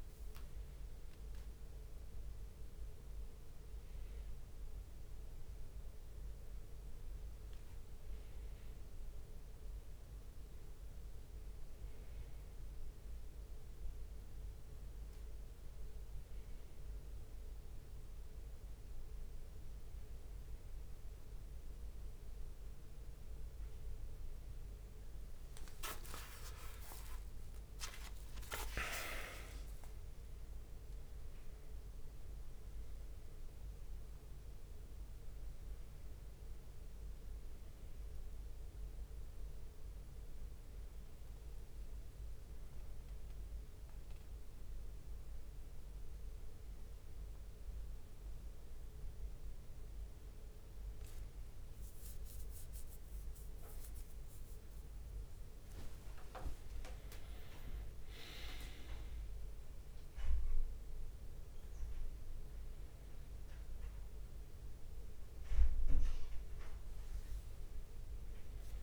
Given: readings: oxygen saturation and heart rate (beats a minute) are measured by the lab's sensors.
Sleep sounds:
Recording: a person partly awake in a sleep study, by a room microphone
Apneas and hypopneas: none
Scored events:
10.00-19.00 s: drop in pulse transit time (device-marked, heart rate 70 before, 67 extreme)
17.00-68.82 s: new sleep stage, N1 (lightest sleep)
24.00-31.00 s: tachycardia (device-marked, heart rate 78 before, 146 extreme)
28.00-30.00 s: long interval between heartbeats (device-marked, heart rate 71 before, 129 extreme)
52.50-54.50 s: long interval between heartbeats (device-marked, heart rate 76 before, 78 extreme)
53.50-57.00 s: arousal
55.00-61.00 s: leg movement (device-marked)
56.50-58.50 s: long interval between heartbeats (device-marked, heart rate 70 before, 99 extreme)
From the record:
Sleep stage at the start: awake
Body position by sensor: on the back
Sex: male

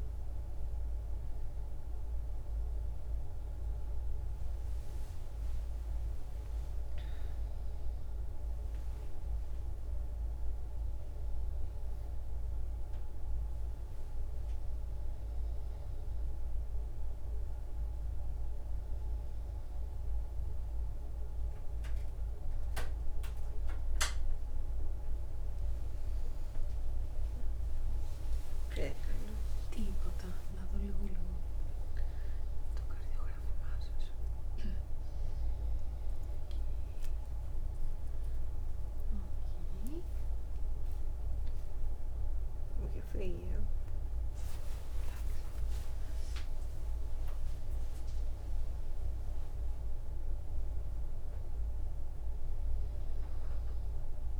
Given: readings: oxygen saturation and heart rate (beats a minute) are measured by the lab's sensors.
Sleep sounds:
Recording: a person awake in a sleep study, by a room microphone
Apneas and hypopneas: none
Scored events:
none scored
From the record:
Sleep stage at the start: awake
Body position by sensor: on the back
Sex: female

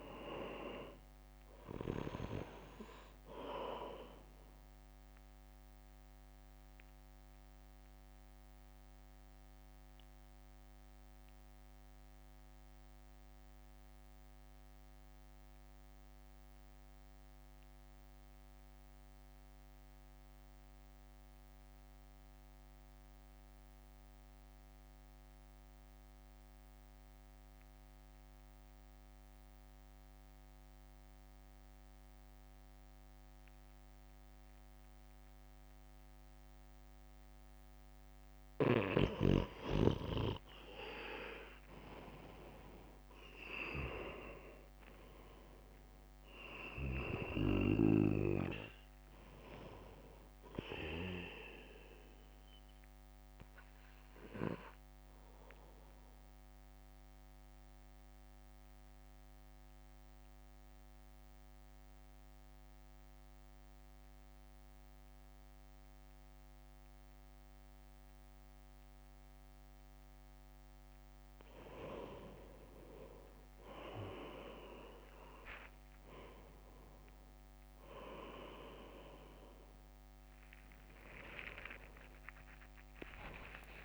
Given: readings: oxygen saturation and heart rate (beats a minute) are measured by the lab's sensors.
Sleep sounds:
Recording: breathing in sleep by a microphone on the trachea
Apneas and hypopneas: 2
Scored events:
0.00-9.50 s: drop in pulse transit time (device-marked, heart rate 53 extreme)
0.00-11.50 s: oxygen desaturation (device-marked, oxygen 90% lowest, heart rate 52 extreme)
6.00-38.00 s: mixed apnea (oxygen 98% before, 88% lowest, heart rate 58 before, 52 extreme, up 4 after)
13.50-27.50 s: oxygen desaturation (device-marked, oxygen 94% before, 88% lowest, heart rate 56 before, 53 extreme)
36.50-53.50 s: oxygen desaturation (device-marked, oxygen 98% before, 92% lowest, heart rate 60 before, 53 extreme)
41.50-57.50 s: drop in pulse transit time (device-marked, heart rate 60 before, 53 extreme)
44.00-47.50 s: arousal
52.50-71.00 s: central apnea (oxygen 98% before, 90% lowest, heart rate 57 before, 57 extreme, up 9 after)
61.50-73.50 s: oxygen desaturation (device-marked, oxygen 93% before, 90% lowest, heart rate 56 before, 54 extreme)
78.50-83.85 s: drop in pulse transit time (device-marked, heart rate 61 before, 57 extreme)
80.50-82.50 s: long interval between heartbeats (device-marked, heart rate 61 before, 65 extreme)
80.50-83.85 s: arousal
From the record:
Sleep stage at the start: N2 (light sleep)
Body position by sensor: on the right side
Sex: male

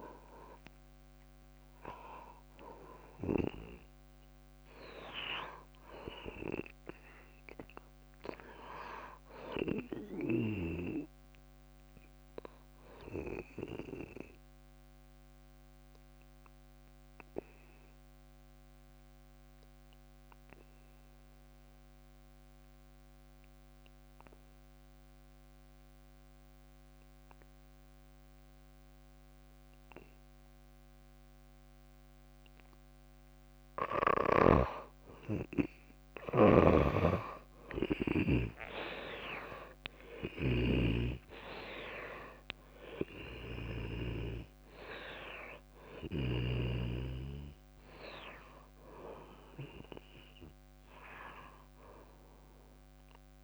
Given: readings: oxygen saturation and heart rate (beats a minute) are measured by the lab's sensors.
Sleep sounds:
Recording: breathing in sleep by a microphone on the trachea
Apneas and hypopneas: 1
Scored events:
0.00-4.50 s: oxygen desaturation (device-marked, oxygen 78% lowest, heart rate 57 extreme)
4.00-6.00 s: long interval between heartbeats (device-marked, heart rate 65 before, 78 extreme)
13.00-33.00 s: obstructive apnea (oxygen 98% before, 83% lowest, heart rate 66 before, 57 extreme, up 11 after)
30.50-53.44 s: oxygen desaturation (device-marked, oxygen 97% before, 83% lowest, heart rate 59 before, 57 extreme)
35.00-38.00 s: arousal
36.50-44.50 s: snoring (device-marked)
44.50-53.44 s: drop in pulse transit time (device-marked, heart rate 64 before, 57 extreme)
From the record:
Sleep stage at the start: N2 (light sleep)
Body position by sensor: on the back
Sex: female

